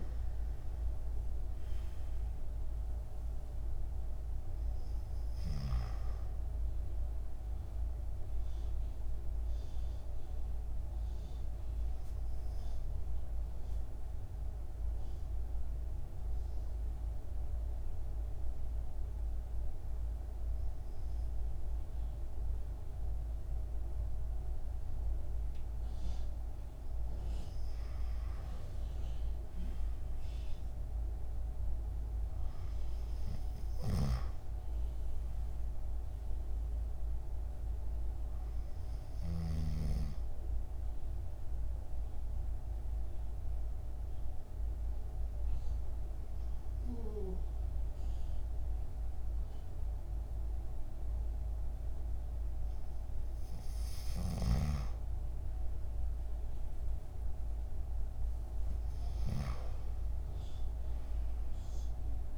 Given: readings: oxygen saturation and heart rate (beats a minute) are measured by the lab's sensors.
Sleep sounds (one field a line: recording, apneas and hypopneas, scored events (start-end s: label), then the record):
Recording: breathing in sleep, hard to hear, by a room microphone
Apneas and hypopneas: 2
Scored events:
0.00-16.00 s: oxygen desaturation (device-marked, oxygen 90% lowest, heart rate 52 extreme)
12.00-27.00 s: obstructive apnea (oxygen 97% before, 92% lowest, heart rate 58 before, 53 extreme, up 8 after)
27.00-32.00 s: arousal
34.00-48.00 s: oxygen desaturation (device-marked, oxygen 97% before, 92% lowest, heart rate 56 before, 54 extreme)
40.50-54.00 s: obstructive apnea (oxygen 97% before, 92% lowest, heart rate 59 before, 54 extreme, up 5 after)
57.00-60.50 s: arousal
61.00-62.38 s: oxygen desaturation (device-marked, oxygen 97% before, 94% lowest, heart rate 56 before, 54 extreme)
From the record:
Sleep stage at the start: N2 (light sleep)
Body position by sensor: on the back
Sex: male